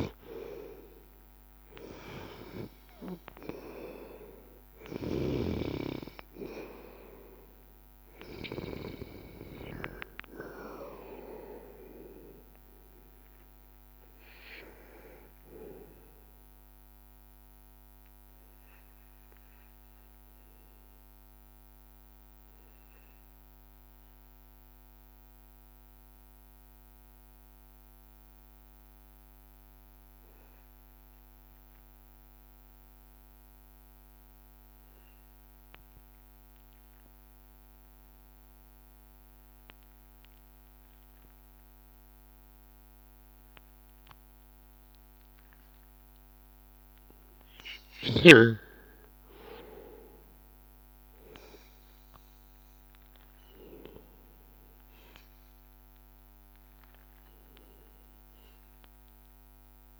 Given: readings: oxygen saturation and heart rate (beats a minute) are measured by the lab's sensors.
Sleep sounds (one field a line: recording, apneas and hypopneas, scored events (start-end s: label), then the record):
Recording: breathing in sleep by a microphone on the trachea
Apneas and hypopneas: 1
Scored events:
0.00-27.00 s: oxygen desaturation (device-marked, oxygen 90% lowest, heart rate 81 extreme)
22.00-46.50 s: mixed apnea (oxygen 96% before, 91% lowest, heart rate 84 before, 81 extreme, up 1 after)
44.00-60.00 s: oxygen desaturation (device-marked, oxygen 99% before, 95% lowest, heart rate 82 before, 81 extreme)
48.50-53.00 s: arousal
From the record:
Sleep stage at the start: N2 (light sleep)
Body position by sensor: on the back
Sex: male